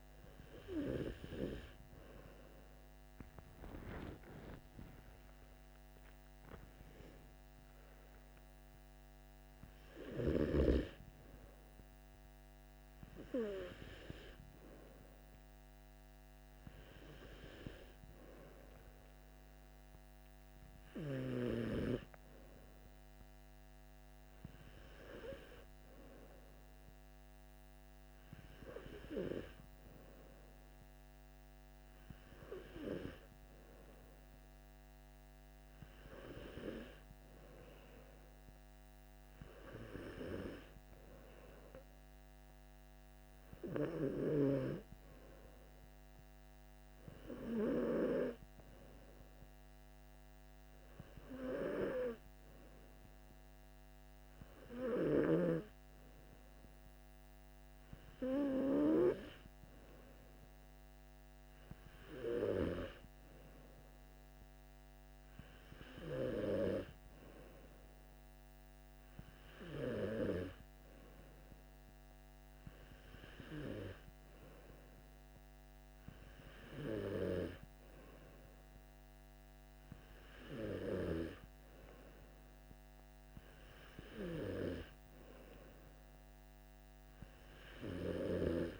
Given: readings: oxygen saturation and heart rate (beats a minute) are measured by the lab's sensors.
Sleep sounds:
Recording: breathing in sleep by a microphone on the trachea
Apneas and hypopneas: none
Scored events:
none scored
From the record:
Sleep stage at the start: N2 (light sleep)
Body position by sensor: on the back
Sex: male

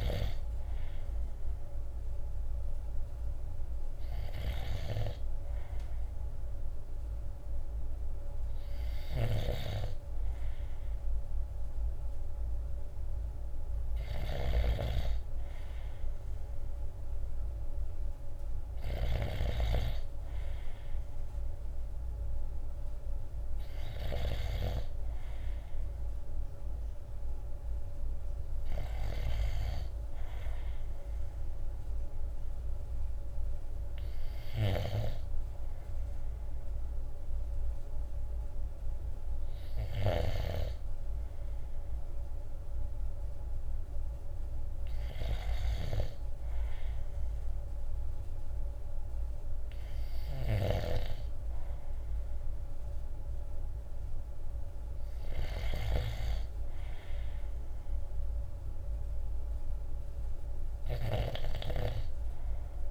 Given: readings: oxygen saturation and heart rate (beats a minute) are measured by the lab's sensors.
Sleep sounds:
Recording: breathing in sleep by a room microphone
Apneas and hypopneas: none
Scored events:
0.00-24.00 s: snoring (device-marked)
34.00-40.00 s: snoring (device-marked)
49.50-62.91 s: snoring (device-marked)
From the record:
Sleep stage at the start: N2 (light sleep)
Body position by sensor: on the right side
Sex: male

